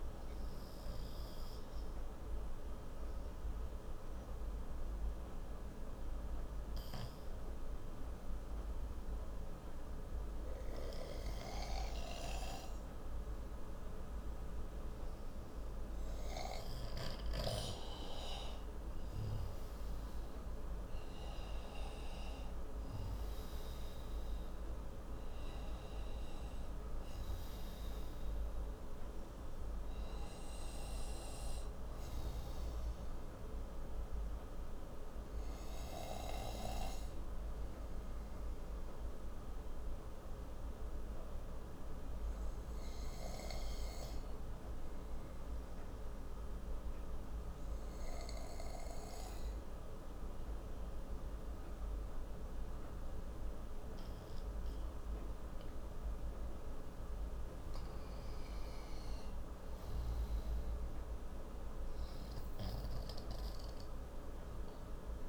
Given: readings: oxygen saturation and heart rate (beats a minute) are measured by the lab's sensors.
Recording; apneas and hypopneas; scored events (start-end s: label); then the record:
breathing in sleep, hard to hear, by a room microphone; 2
4.00-17.00 s: obstructive apnea (oxygen 96% before, 90% lowest)
15.00-44.00 s: oxygen desaturation (device-marked, oxygen 96% before, 90% lowest)
19.50-24.50 s: arousal
34.00-55.50 s: obstructive apnea (oxygen 96% before, 88% lowest)
57.00-61.00 s: arousal
From the record:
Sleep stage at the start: N2 (light sleep); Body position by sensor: on the right side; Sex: male